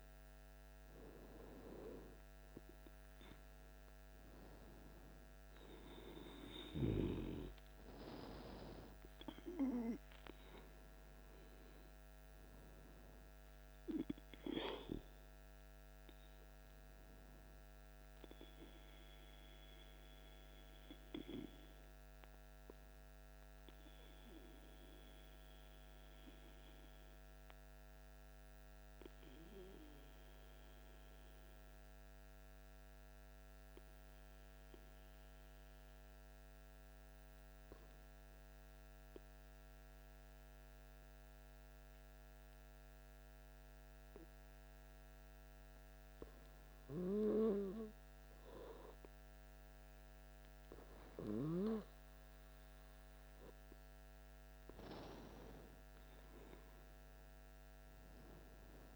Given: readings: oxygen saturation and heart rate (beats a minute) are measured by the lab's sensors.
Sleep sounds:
breathing in sleep by a microphone on the trachea; 1
2.50-7.50 s: arousal
9.00-15.00 s: oxygen desaturation (device-marked, oxygen 98% before, 95% lowest, heart rate 57 before, 54 extreme)
19.00-49.50 s: obstructive apnea (oxygen 99% before, 95% lowest, heart rate 58 before, 52 extreme, up 9 after)
53.50-56.50 s: arousal
From the record:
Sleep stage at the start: N2 (light sleep); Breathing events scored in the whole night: 115 in 3.9 hours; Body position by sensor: on the back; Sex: male

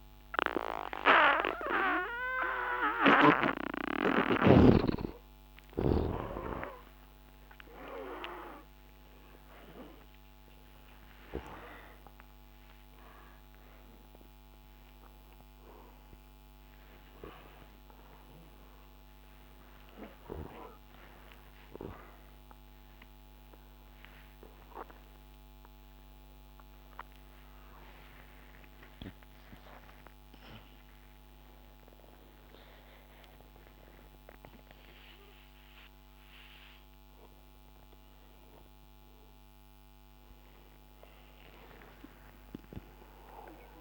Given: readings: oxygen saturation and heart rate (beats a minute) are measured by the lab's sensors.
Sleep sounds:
a person awake in a sleep study, by a microphone on the trachea; none
none scored
From the record:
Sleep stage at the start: awake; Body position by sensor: upright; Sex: male

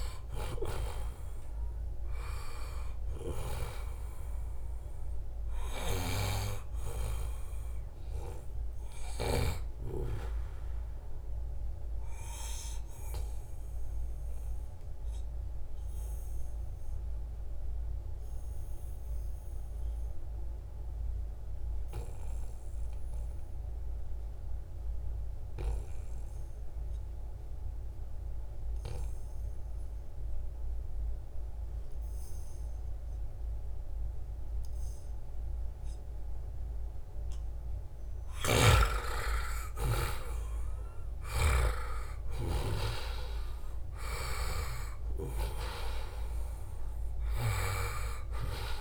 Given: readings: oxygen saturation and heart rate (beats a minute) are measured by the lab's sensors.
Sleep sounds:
breathing in sleep by a room microphone; 1
0.00-1.00 s: long interval between heartbeats (device-marked, heart rate 90 extreme)
0.00-20.50 s: oxygen desaturation (device-marked, oxygen 87% lowest, heart rate 69 extreme)
11.50-37.50 s: obstructive apnea (oxygen 97% before, 88% lowest, heart rate 83 before, 72 extreme, up 4 after)
34.50-48.81 s: oxygen desaturation (device-marked, oxygen 97% before, 88% lowest, heart rate 75 before, 70 extreme)
39.00-42.00 s: arousal
From the record:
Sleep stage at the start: N2 (light sleep); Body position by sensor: on the back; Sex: male

